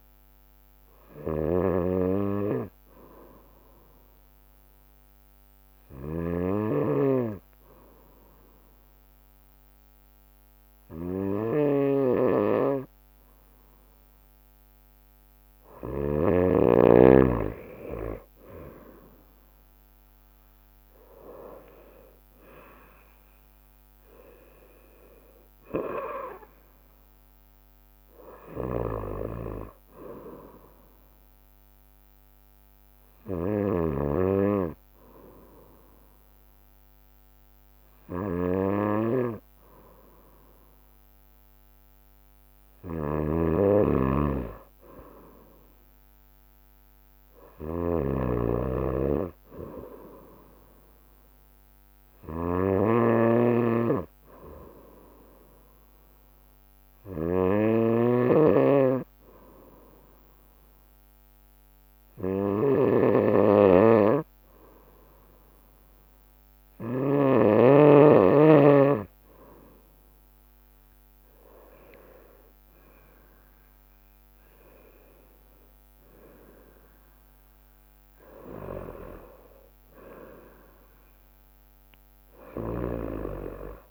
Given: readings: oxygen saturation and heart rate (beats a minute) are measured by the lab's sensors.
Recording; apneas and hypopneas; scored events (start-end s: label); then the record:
breathing in sleep by a microphone on the trachea; 3
1.50-16.50 s: snoring (device-marked)
2.00-15.00 s: obstructive apnea (oxygen 95% before, 92% lowest, heart rate 70 before, 62 extreme, up 42 after)
16.50-30.50 s: drop in pulse transit time (device-marked, heart rate 66 before, 65 extreme)
19.00-24.00 s: arousal
22.00-24.00 s: long interval between heartbeats (device-marked, heart rate 73 before, 88 extreme)
28.50-67.50 s: snoring (device-marked)
32.50-44.50 s: hypopnea (oxygen 95% before, 92% lowest, heart rate 80 before, 63 extreme, up 11 after)
34.00-36.00 s: long interval between heartbeats (device-marked, heart rate 79 before, 71 extreme)
43.50-45.50 s: long interval between heartbeats (device-marked, heart rate 71 before, 75 extreme)
45.00-49.50 s: arousal
54.50-68.50 s: hypopnea (oxygen 95% before, 92% lowest, heart rate 71 before, 63 extreme, up 3 after)
70.50-83.50 s: drop in pulse transit time (device-marked, heart rate 65 before, 66 extreme)
73.00-77.00 s: arousal
82.50-83.91 s: snoring (device-marked)
From the record:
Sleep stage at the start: N2 (light sleep); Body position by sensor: on the right side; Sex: female